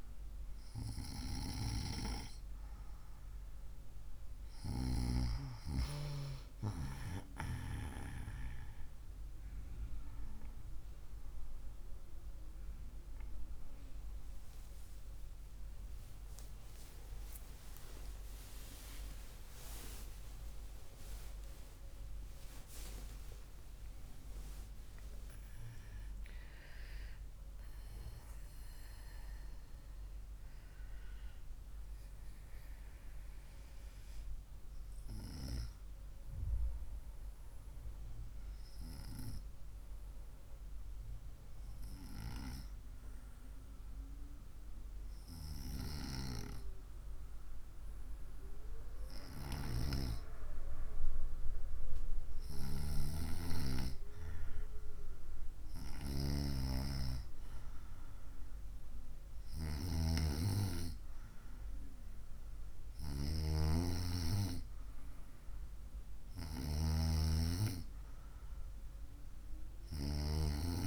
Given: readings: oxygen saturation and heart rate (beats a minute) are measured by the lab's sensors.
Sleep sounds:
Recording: breathing in sleep by a room microphone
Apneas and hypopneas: 1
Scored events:
13.50-43.50 s: new sleep stage, N1 (lightest sleep)
15.00-22.00 s: arousal
35.50-50.00 s: hypopnea (oxygen 98% before, 94% lowest, heart rate 80 before, 56 extreme, up 4 after)
43.50-70.87 s: new sleep stage, N2 (light sleep)
52.00-56.50 s: arousal
53.50-69.50 s: oxygen desaturation (device-marked, oxygen 97% before, 94% lowest, heart rate 63 before, 57 extreme)
From the record:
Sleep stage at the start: N2 (light sleep)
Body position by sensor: on the right side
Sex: female

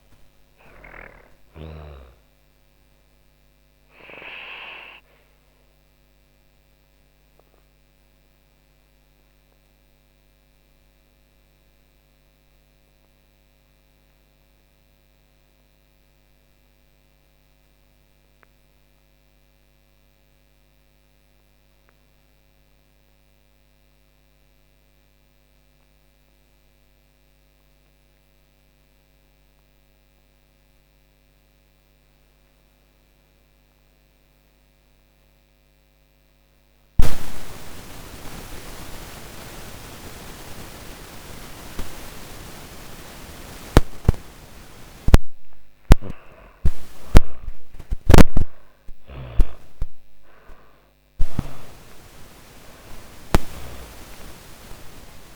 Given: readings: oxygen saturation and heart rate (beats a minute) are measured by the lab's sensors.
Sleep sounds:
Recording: breathing in sleep by a microphone on the trachea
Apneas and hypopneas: 1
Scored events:
0.00-19.50 s: oxygen desaturation (device-marked, oxygen 74% lowest)
3.50-42.50 s: obstructive apnea (oxygen 99% before, 74% lowest)
32.50-55.36 s: oxygen desaturation (device-marked, oxygen 99% before, 75% lowest)
44.00-49.00 s: arousal
52.00-55.36 s: snoring (device-marked)
From the record:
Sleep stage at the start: N2 (light sleep)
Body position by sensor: on the back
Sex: female

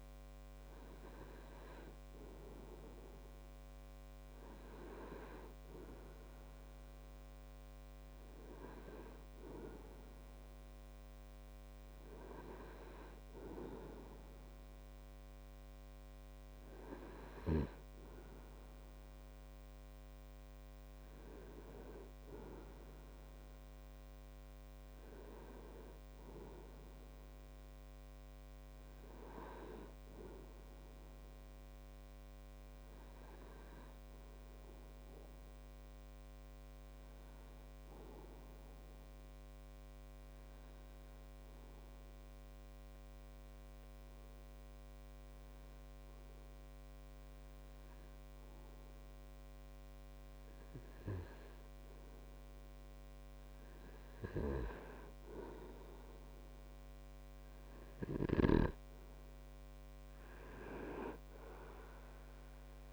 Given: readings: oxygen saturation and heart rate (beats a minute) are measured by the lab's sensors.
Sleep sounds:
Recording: breathing in sleep by a microphone on the trachea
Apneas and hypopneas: 1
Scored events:
40.50-54.00 s: hypopnea (oxygen 98% before, 95% lowest)
58.50-62.50 s: arousal
From the record:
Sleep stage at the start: N2 (light sleep)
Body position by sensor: on the right side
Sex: male

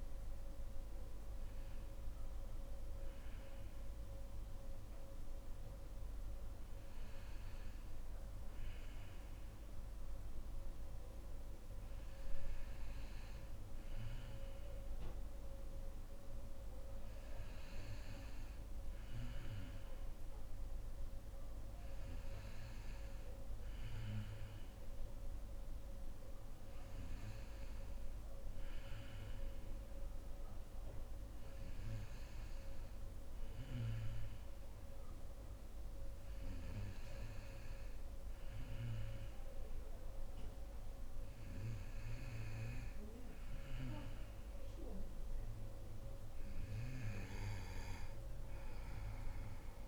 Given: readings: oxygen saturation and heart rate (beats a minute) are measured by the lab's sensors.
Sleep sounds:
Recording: breathing in sleep by a room microphone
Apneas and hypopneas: none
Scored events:
none scored
From the record:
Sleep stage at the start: N2 (light sleep)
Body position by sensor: on the back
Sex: female

